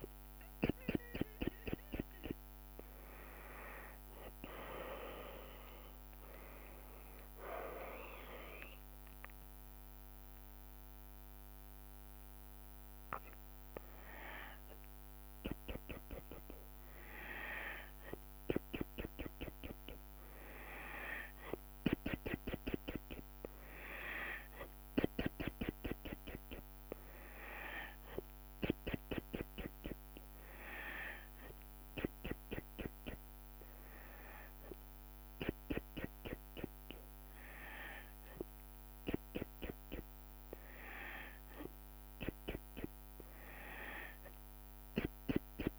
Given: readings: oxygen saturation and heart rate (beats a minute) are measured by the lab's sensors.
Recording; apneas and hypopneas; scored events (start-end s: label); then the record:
breathing in sleep by a microphone on the trachea; 1
0.00-3.00 s: arousal
5.50-15.50 s: hypopnea (oxygen 96% before, 94% lowest, heart rate 71 before, 69 extreme)
20.00-23.50 s: arousal
From the record:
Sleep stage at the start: N2 (light sleep); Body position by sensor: on the back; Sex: female